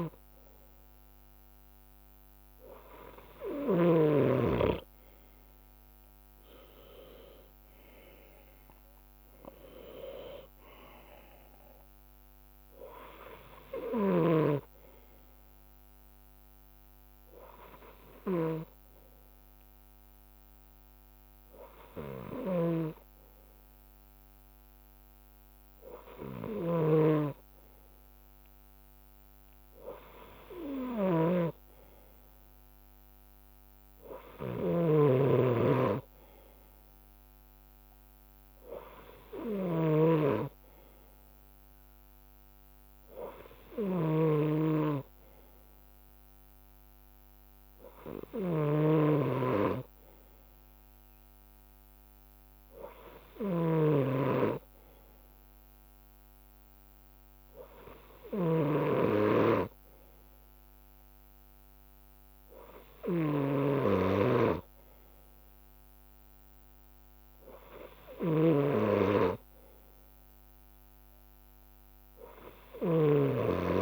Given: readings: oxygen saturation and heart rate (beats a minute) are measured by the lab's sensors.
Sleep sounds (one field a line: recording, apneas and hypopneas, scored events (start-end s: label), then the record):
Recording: breathing in sleep by a microphone on the trachea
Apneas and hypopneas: none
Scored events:
0.00-6.00 s: bradycardia (device-marked, heart rate 53 extreme)
0.00-9.00 s: drop in pulse transit time (device-marked, heart rate 54 extreme)
1.50-8.50 s: leg movement (device-marked)
9.00-10.50 s: leg movement (device-marked)
12.00-15.00 s: leg movement (device-marked)
12.00-73.82 s: bradycardia (device-marked, heart rate 57 before, 53 extreme)
17.00-24.50 s: leg movement (device-marked)
24.00-38.00 s: drop in pulse transit time (device-marked, heart rate 57 before, 53 extreme)
26.00-32.00 s: leg movement (device-marked)
33.50-39.00 s: leg movement (device-marked)
34.50-49.00 s: snoring (device-marked)
41.00-47.00 s: leg movement (device-marked)
49.00-58.00 s: leg movement (device-marked)
63.00-73.82 s: snoring (device-marked)
From the record:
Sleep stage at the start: N2 (light sleep)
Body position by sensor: on the left side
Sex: male